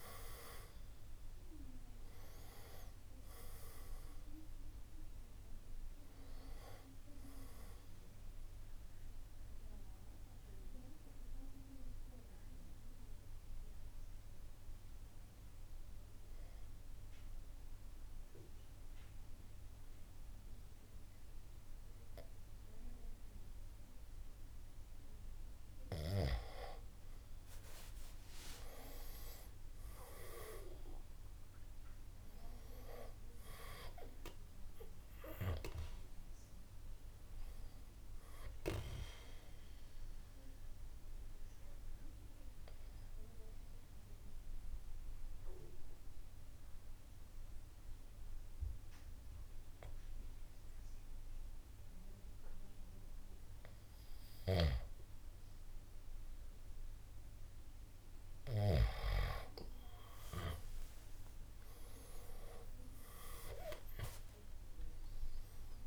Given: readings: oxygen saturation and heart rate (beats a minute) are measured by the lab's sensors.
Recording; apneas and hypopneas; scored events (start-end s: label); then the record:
breathing in sleep by a room microphone; 2
3.00-17.00 s: drop in pulse transit time (device-marked, heart rate 62 before, 55 extreme)
5.00-28.00 s: oxygen desaturation (device-marked, oxygen 95% before, 89% lowest, heart rate 62 before, 55 extreme)
10.50-25.50 s: obstructive apnea (oxygen 97% before, 89% lowest, heart rate 63 before, 55 extreme, up 11 after)
27.50-32.00 s: arousal
31.00-44.00 s: drop in pulse transit time (device-marked, heart rate 60 before, 62 extreme)
39.00-55.00 s: oxygen desaturation (device-marked, oxygen 97% before, 91% lowest, heart rate 64 before, 57 extreme)
39.00-57.00 s: obstructive apnea (oxygen 97% before, 90% lowest, heart rate 64 before, 57 extreme, up 8 after)
61.00-65.87 s: arousal
62.00-65.87 s: drop in pulse transit time (device-marked, heart rate 59 before, 60 extreme)
64.00-65.87 s: oxygen desaturation (device-marked, oxygen 97% before, 90% lowest, heart rate 59 before, 56 extreme)
From the record:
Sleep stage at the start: N2 (light sleep); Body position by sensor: on the back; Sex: male